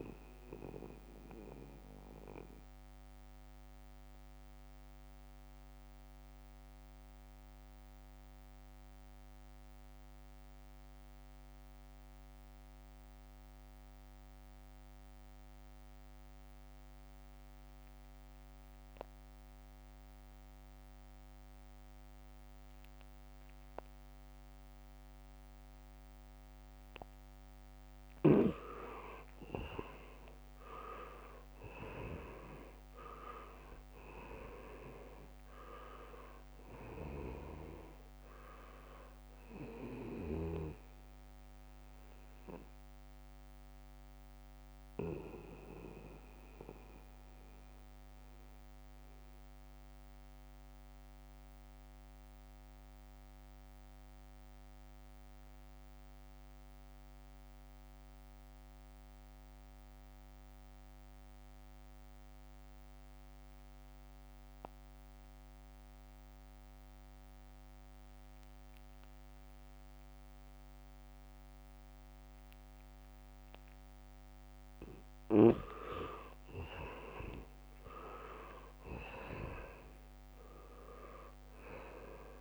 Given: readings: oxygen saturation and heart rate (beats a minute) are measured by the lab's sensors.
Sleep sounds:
breathing in sleep by a microphone on the trachea; 2
0.00-17.50 s: oxygen desaturation (device-marked, oxygen 80% lowest, heart rate 68 extreme)
0.50-27.50 s: mixed apnea (oxygen 98% before, 77% lowest, heart rate 71 before, 68 extreme)
25.50-56.50 s: oxygen desaturation (device-marked, oxygen 99% before, 77% lowest, heart rate 74 before, 66 extreme)
29.00-34.00 s: arousal
44.00-73.50 s: mixed apnea (oxygen 99% before, 77% lowest, heart rate 71 before, 66 extreme, up 0 after)
69.50-82.41 s: oxygen desaturation (device-marked, oxygen 99% before, 78% lowest, heart rate 75 before, 66 extreme)
75.00-77.50 s: leg movement (device-marked)
77.00-82.00 s: arousal
77.50-82.41 s: leg movement (device-marked)
From the record:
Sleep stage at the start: N2 (light sleep); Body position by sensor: on the back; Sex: male

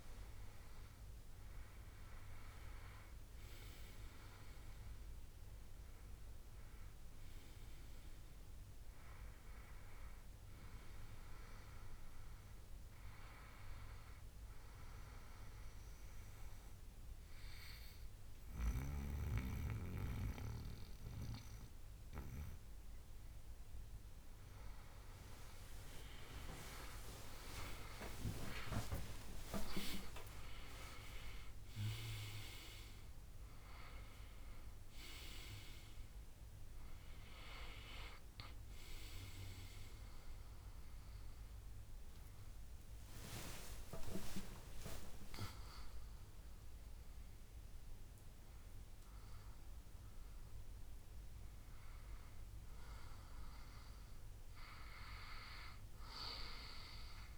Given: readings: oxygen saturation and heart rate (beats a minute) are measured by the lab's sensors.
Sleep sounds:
breathing in sleep by a room microphone; 1
0.00-1.50 s: arousal
11.50-24.00 s: obstructive apnea (oxygen 98% before, 94% lowest, heart rate 72 before, 62 extreme, up 17 after)
26.50-30.50 s: arousal
33.50-47.50 s: oxygen desaturation (device-marked, oxygen 97% before, 94% lowest, heart rate 68 before, 64 extreme)
From the record:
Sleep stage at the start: N2 (light sleep); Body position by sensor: on the back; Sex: male

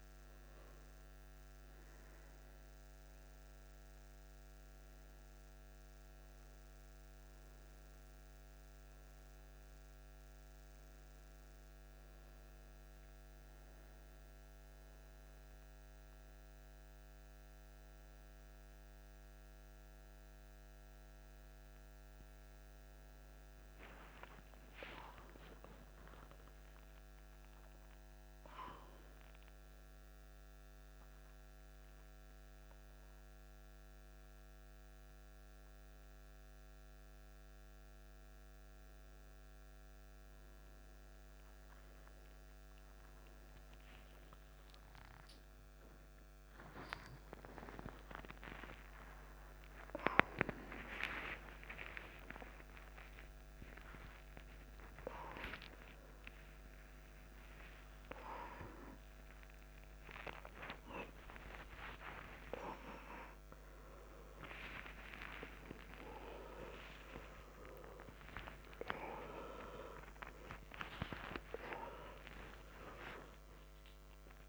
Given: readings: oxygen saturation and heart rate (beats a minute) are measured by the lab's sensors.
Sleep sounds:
a person awake in a sleep study, by a microphone on the trachea; none
none scored
From the record:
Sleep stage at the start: awake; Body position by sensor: on the right side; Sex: male

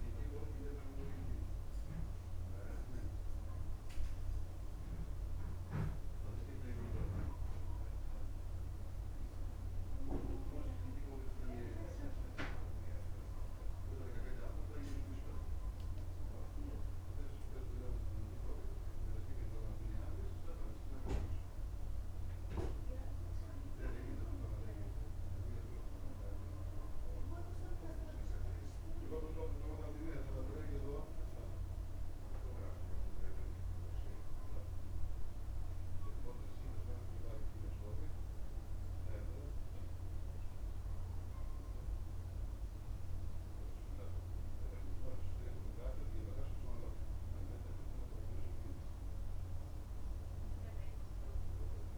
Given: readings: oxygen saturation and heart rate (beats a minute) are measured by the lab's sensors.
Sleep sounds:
breathing in sleep by a room microphone; none
none scored
From the record:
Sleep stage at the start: N2 (light sleep); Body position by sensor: on the back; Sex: male

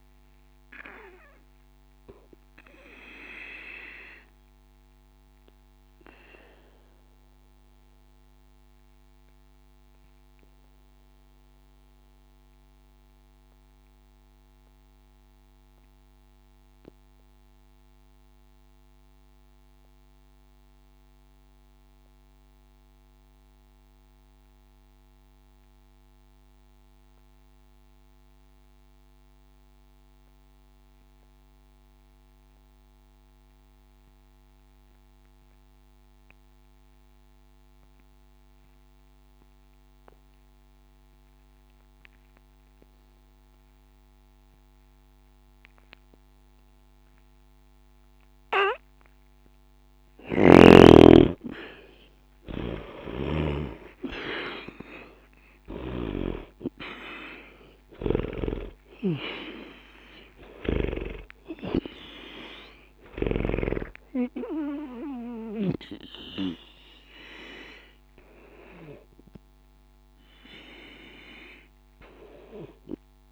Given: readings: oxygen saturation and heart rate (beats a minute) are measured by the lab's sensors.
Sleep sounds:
breathing in sleep by a microphone on the trachea; 1
0.00-24.00 s: oxygen desaturation (device-marked, oxygen 79% lowest, heart rate 60 extreme)
1.00-50.00 s: obstructive apnea (oxygen 97% before, 76% lowest, heart rate 69 before, 60 extreme, up 0 after)
43.00-73.32 s: oxygen desaturation (device-marked, oxygen 99% before, 76% lowest, heart rate 60 before, 60 extreme)
50.00-53.50 s: snoring (device-marked)
53.50-58.00 s: arousal
From the record:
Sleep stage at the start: N2 (light sleep); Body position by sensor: on the back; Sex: male

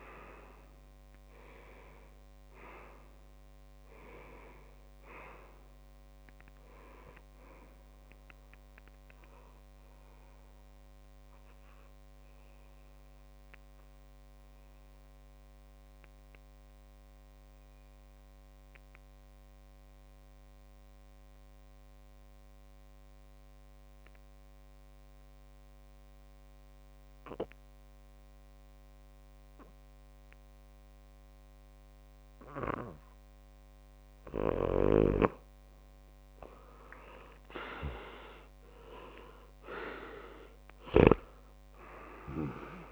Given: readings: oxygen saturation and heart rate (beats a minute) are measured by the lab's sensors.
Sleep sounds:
breathing in sleep by a microphone on the trachea; 1
9.50-34.50 s: obstructive apnea (oxygen 98% before, 94% lowest)
15.50-21.50 s: tachycardia (device-marked, heart rate 66 before, 109 extreme)
18.50-20.50 s: long interval between heartbeats (device-marked)
23.50-25.50 s: long interval between heartbeats (device-marked, heart rate 48 before, 79 extreme)
26.50-28.50 s: long interval between heartbeats (device-marked, heart rate 60 before, 97 extreme)
27.50-29.50 s: tachycardia (device-marked, heart rate 65 before, 97 extreme)
30.00-32.00 s: long interval between heartbeats (device-marked, heart rate 72 before, 96 extreme)
35.00-37.00 s: long interval between heartbeats (device-marked, heart rate 91 before, 90 extreme)
35.00-41.50 s: snoring (device-marked)
37.50-39.50 s: long interval between heartbeats (device-marked, heart rate 96 before, 96 extreme)
37.50-42.00 s: arousal
From the record:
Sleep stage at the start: N2 (light sleep); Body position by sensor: on the back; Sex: male

